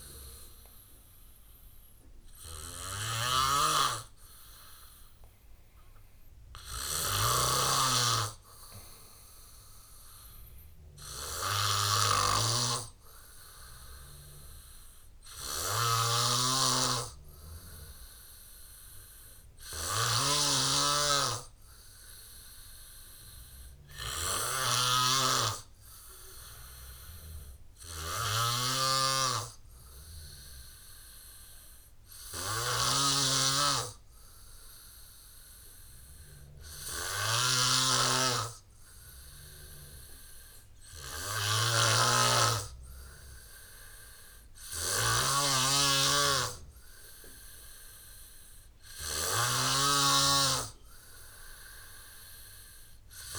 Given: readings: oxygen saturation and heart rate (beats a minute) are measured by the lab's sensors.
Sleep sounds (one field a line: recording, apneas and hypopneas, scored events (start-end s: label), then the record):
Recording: breathing in sleep by a room microphone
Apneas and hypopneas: none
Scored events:
2.50-29.50 s: oxygen desaturation (device-marked, oxygen 98% before, 91% lowest, heart rate 70 before, 68 extreme)
42.00-53.39 s: snoring (device-marked)
From the record:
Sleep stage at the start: N2 (light sleep)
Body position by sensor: on the back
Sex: male